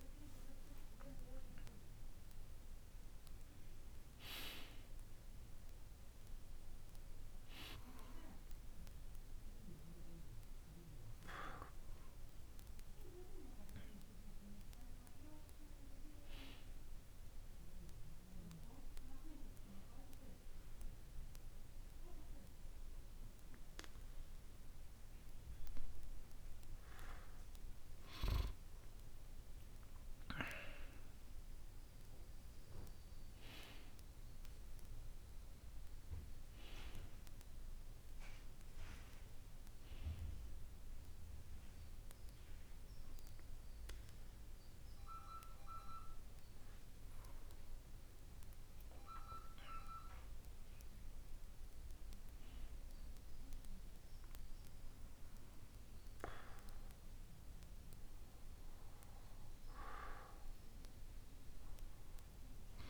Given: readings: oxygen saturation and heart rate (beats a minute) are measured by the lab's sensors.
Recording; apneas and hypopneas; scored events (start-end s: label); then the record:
a person partly awake in a sleep study, by a room microphone; none
17.00-62.89 s: new sleep stage, N2 (light sleep)
From the record:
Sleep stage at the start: awake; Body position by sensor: on the back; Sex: male